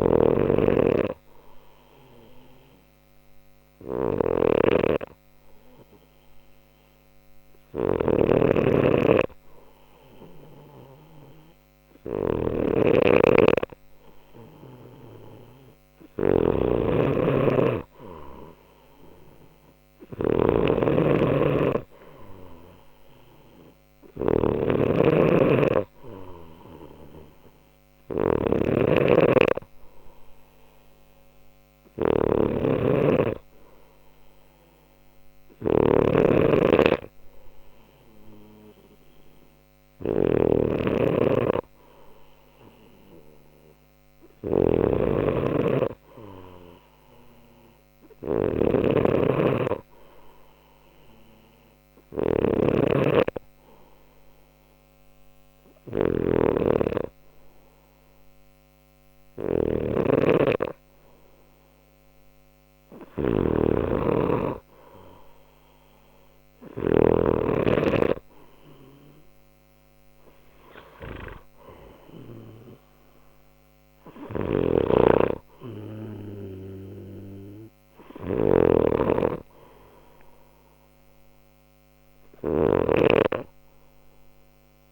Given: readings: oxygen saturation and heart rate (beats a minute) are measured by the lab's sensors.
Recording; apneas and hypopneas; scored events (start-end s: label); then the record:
breathing in sleep by a microphone on the trachea; 1
0.00-66.50 s: snoring (device-marked)
0.50-15.50 s: hypopnea (oxygen 98% before, 93% lowest, heart rate 61 before, 59 extreme, up 1 after)
19.00-23.00 s: arousal
74.00-84.92 s: snoring (device-marked)
From the record:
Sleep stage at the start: N2 (light sleep); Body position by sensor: on the left side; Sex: male